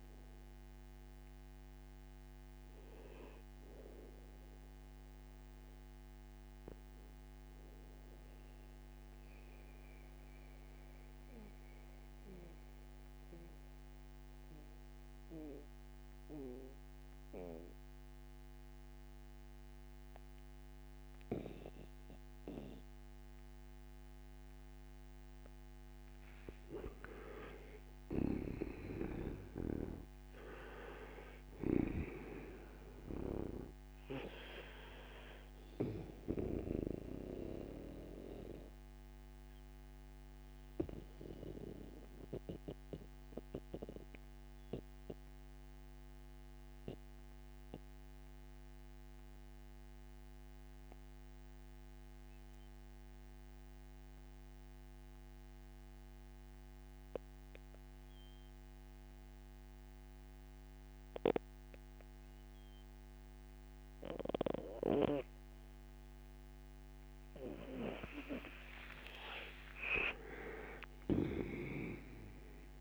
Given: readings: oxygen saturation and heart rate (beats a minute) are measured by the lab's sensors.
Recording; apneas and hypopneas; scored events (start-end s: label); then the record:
breathing in sleep by a microphone on the trachea; 2
0.00-24.00 s: oxygen desaturation (device-marked, oxygen 75% lowest, heart rate 59 extreme)
8.00-24.50 s: mixed apnea (oxygen 91% before, 75% lowest, heart rate 74 before, 59 extreme, up 7 after)
26.00-31.00 s: arousal
37.00-68.50 s: mixed apnea (oxygen 99% before, 82% lowest, heart rate 62 before, 59 extreme, up 17 after)
38.00-56.00 s: oxygen desaturation (device-marked, oxygen 98% before, 89% lowest, heart rate 62 before, 59 extreme)
66.00-72.81 s: oxygen desaturation (device-marked, oxygen 97% before, 82% lowest, heart rate 60 before, 55 extreme)
69.50-72.81 s: arousal
From the record:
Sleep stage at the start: N2 (light sleep); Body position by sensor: on the right side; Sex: male